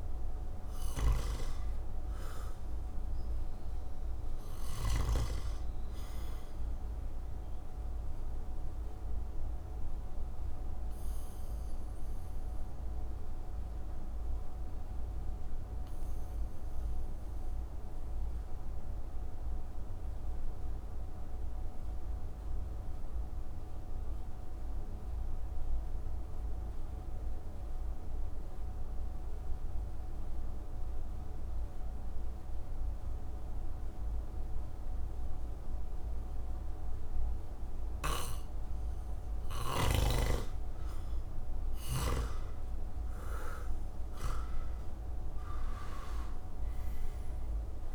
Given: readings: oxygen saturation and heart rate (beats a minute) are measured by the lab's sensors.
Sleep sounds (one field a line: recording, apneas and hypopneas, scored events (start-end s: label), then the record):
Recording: breathing in sleep by a room microphone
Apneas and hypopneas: 1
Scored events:
0.00-4.50 s: snoring (device-marked)
0.00-21.50 s: oxygen desaturation (device-marked, oxygen 80% lowest)
8.00-39.00 s: obstructive apnea (oxygen 97% before, 78% lowest)
39.50-47.94 s: oxygen desaturation (device-marked, oxygen 97% before, 78% lowest)
41.00-46.00 s: arousal
From the record:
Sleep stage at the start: REM sleep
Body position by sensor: on the back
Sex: male